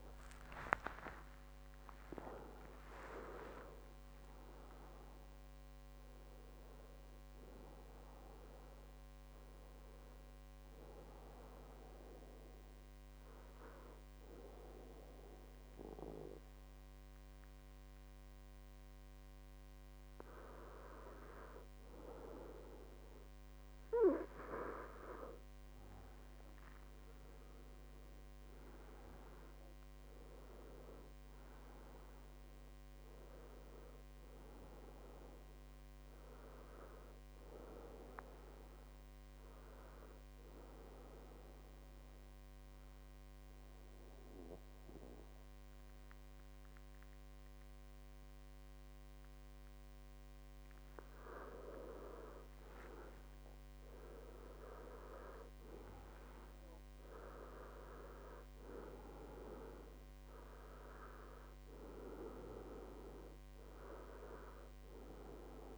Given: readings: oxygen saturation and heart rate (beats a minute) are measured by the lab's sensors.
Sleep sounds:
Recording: breathing in sleep by a microphone on the trachea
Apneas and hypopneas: 2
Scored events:
1.00-3.00 s: long interval between heartbeats (device-marked, heart rate 77 before, 84 extreme)
12.00-25.00 s: obstructive apnea (oxygen 98% before, 95% lowest, heart rate 78 before, 63 extreme, up 8 after)
27.00-32.00 s: arousal
33.50-35.50 s: long interval between heartbeats (device-marked, heart rate 66 before, 75 extreme)
40.50-51.50 s: obstructive apnea (oxygen 97% before, 95% lowest, heart rate 69 before, 62 extreme, up 12 after)
54.50-58.50 s: arousal
From the record:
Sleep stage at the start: N2 (light sleep)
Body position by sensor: on the back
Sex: male

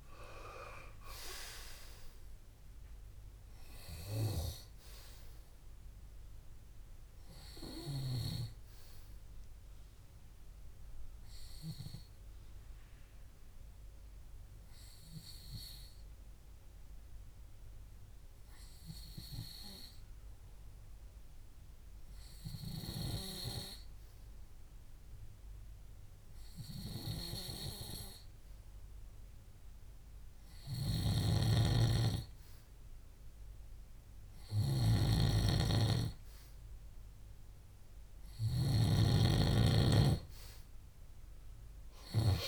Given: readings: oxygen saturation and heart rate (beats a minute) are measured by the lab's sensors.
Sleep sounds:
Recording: breathing in sleep by a room microphone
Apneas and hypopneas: 1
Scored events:
0.00-17.00 s: oxygen desaturation (device-marked, oxygen 92% lowest, heart rate 60 extreme)
13.50-31.50 s: hypopnea (oxygen 96% before, 93% lowest, heart rate 69 before, 62 extreme, up 1 after)
31.00-39.00 s: snoring (device-marked)
35.00-37.50 s: arousal
39.00-42.48 s: oxygen desaturation (device-marked, oxygen 99% before, 94% lowest, heart rate 64 before, 61 extreme)
From the record:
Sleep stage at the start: N2 (light sleep)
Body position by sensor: on the back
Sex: male

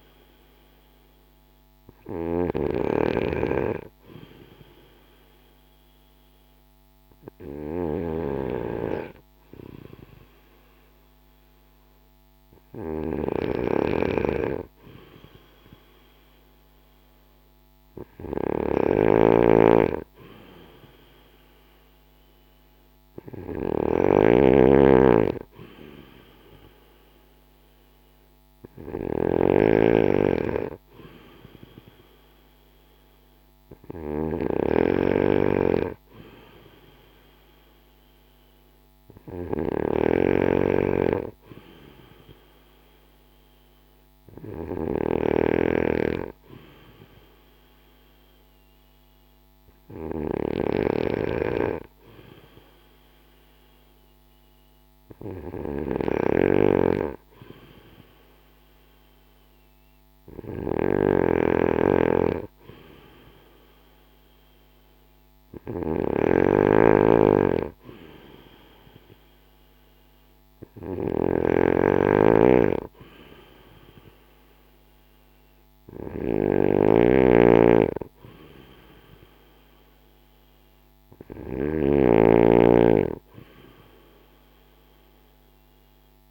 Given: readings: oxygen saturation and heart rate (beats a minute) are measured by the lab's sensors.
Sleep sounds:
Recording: breathing in sleep by a microphone on the trachea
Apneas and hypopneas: none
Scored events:
0.00-50.50 s: snoring (device-marked)
60.50-86.31 s: snoring (device-marked)
From the record:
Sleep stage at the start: N2 (light sleep)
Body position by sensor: on the back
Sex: male

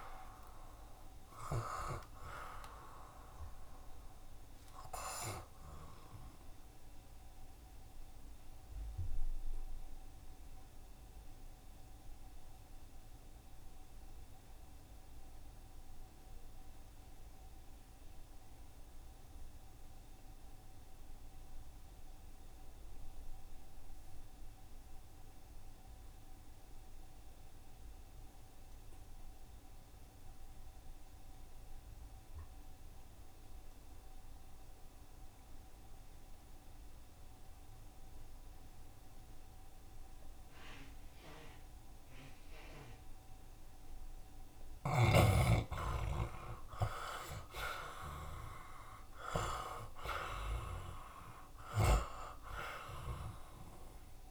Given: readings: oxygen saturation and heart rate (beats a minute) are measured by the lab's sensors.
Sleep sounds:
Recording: breathing in sleep by a room microphone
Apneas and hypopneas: 1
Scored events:
0.00-1.50 s: long interval between heartbeats (device-marked, heart rate 108 extreme)
6.00-43.00 s: obstructive apnea (oxygen 68% before, 61% lowest, heart rate 96 before, 69 extreme, up 11 after)
9.00-20.00 s: oxygen desaturation (device-marked, oxygen 67% before, 61% lowest, heart rate 95 before, 69 extreme)
22.00-54.31 s: oxygen desaturation (device-marked, oxygen 92% before, 65% lowest, heart rate 74 before, 69 extreme)
28.00-30.00 s: long interval between heartbeats (device-marked, heart rate 70 before, 87 extreme)
36.50-38.50 s: long interval between heartbeats (device-marked, heart rate 75 before, 81 extreme)
41.00-43.00 s: long interval between heartbeats (device-marked, heart rate 78 before, 87 extreme)
45.50-50.50 s: arousal
From the record:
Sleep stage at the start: N2 (light sleep)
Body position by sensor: on the back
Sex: male

